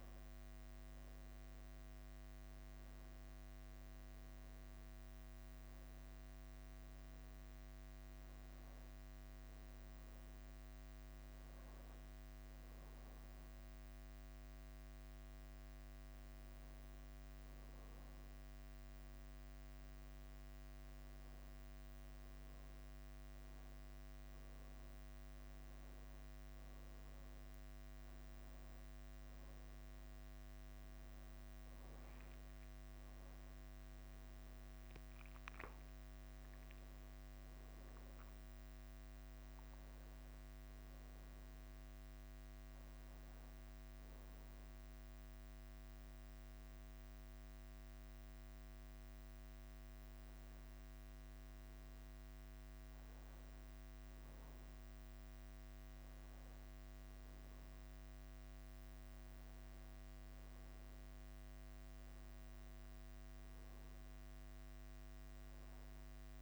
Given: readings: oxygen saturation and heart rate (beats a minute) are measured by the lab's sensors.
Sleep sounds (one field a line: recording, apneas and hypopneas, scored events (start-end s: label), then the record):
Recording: a person awake in a sleep study, hard to hear, by a microphone on the trachea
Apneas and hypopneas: none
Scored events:
0.00-66.42 s: bradycardia (device-marked, heart rate 45 extreme)
11.50-13.50 s: long interval between heartbeats (device-marked, heart rate 55 before, 57 extreme)
46.50-66.42 s: new sleep stage, N1 (lightest sleep)
From the record:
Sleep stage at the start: awake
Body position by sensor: on the back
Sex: male